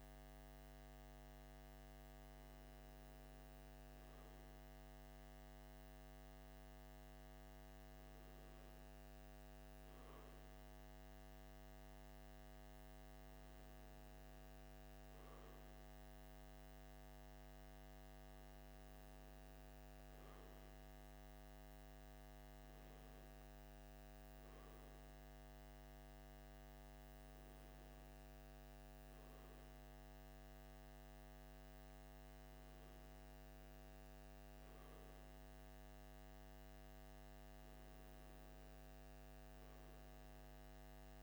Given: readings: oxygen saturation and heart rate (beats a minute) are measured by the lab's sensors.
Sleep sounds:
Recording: breathing in sleep, hard to hear, by a microphone on the trachea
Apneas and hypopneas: none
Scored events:
none scored
From the record:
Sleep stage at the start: N2 (light sleep)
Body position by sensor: on the left side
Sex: male

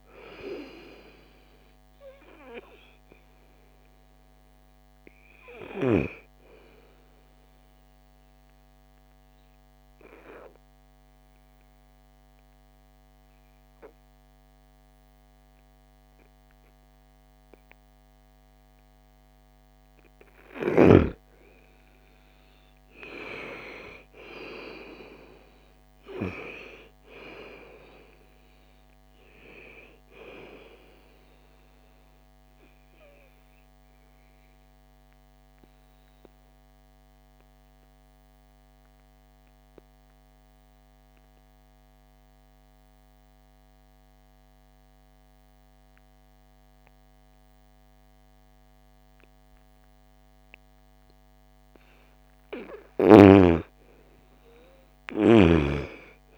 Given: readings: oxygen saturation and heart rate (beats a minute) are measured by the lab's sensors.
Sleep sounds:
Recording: breathing in sleep by a microphone on the trachea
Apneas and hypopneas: 2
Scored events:
0.00-12.50 s: oxygen desaturation (device-marked, oxygen 90% lowest, heart rate 56 extreme)
9.50-20.50 s: obstructive apnea (oxygen 99% before, 85% lowest, heart rate 60 before, 54 extreme, up 11 after)
21.50-24.50 s: arousal
25.50-39.50 s: oxygen desaturation (device-marked, oxygen 97% before, 90% lowest, heart rate 58 before, 54 extreme)
32.50-52.00 s: obstructive apnea (oxygen 97% before, 85% lowest, heart rate 61 before, 54 extreme, up 15 after)
53.50-56.38 s: arousal
From the record:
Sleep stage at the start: N2 (light sleep)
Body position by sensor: on the right side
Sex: female

